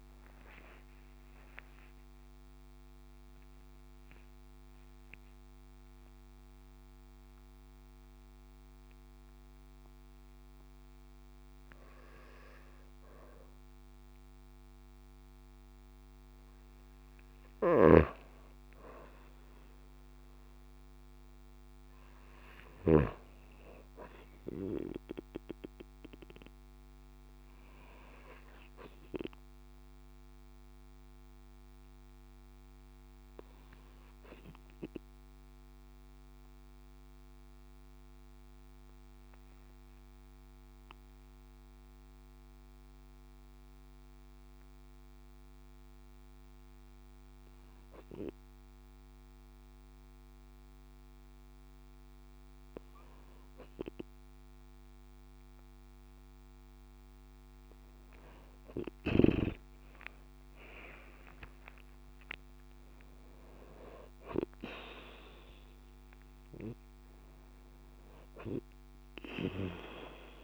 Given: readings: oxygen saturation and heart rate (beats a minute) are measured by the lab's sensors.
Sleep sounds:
breathing in sleep by a microphone on the trachea; 1
17.00-22.50 s: snoring (device-marked)
31.00-52.00 s: obstructive apnea (oxygen 96% before, 93% lowest)
55.00-60.00 s: arousal
66.00-68.00 s: long interval between heartbeats (device-marked)
From the record:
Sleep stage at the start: N2 (light sleep); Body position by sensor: on the right side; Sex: female

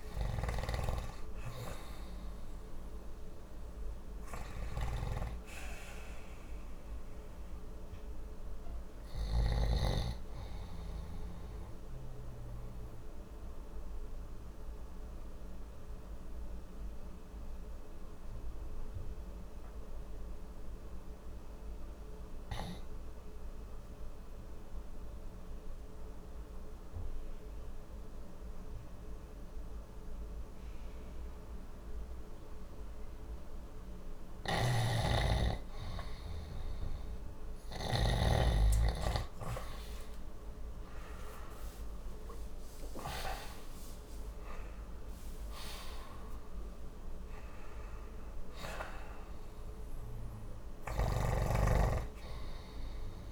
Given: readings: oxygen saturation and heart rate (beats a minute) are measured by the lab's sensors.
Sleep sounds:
breathing in sleep by a room microphone; 1
11.00-34.00 s: obstructive apnea (oxygen 92% before, 91% lowest, heart rate 63 before, 59 extreme, up 2 after)
34.00-38.00 s: snoring (device-marked)
38.00-43.00 s: arousal
38.00-53.32 s: oxygen desaturation (device-marked, oxygen 98% before, 91% lowest, heart rate 61 before, 59 extreme)
50.50-53.32 s: snoring (device-marked)
From the record:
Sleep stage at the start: REM sleep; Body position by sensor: on the back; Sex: male

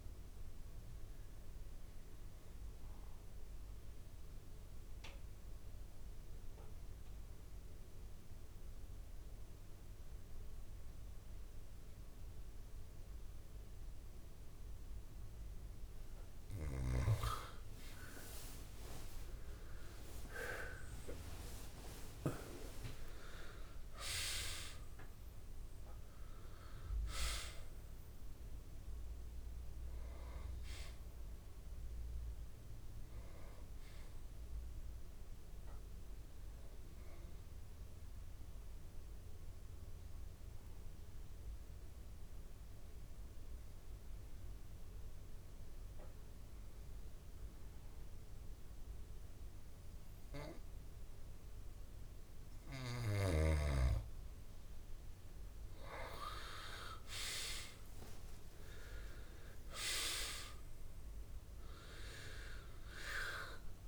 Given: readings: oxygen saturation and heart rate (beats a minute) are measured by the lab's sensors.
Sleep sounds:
breathing in sleep by a room microphone; 2
0.00-3.00 s: oxygen desaturation (device-marked, oxygen 84% lowest, heart rate 65 extreme)
2.00-16.00 s: obstructive apnea (oxygen 96% before, 86% lowest, heart rate 84 before, 65 extreme)
18.50-22.00 s: arousal
20.00-46.00 s: oxygen desaturation (device-marked, oxygen 98% before, 91% lowest, heart rate 65 before, 65 extreme)
38.50-53.00 s: obstructive apnea (oxygen 98% before, 86% lowest, heart rate 85 before, 65 extreme, up 50 after)
57.00-61.00 s: arousal
57.00-63.88 s: oxygen desaturation (device-marked, oxygen 98% before, 86% lowest, heart rate 70 before, 64 extreme)
From the record:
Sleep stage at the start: N2 (light sleep); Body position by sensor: on the back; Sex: male

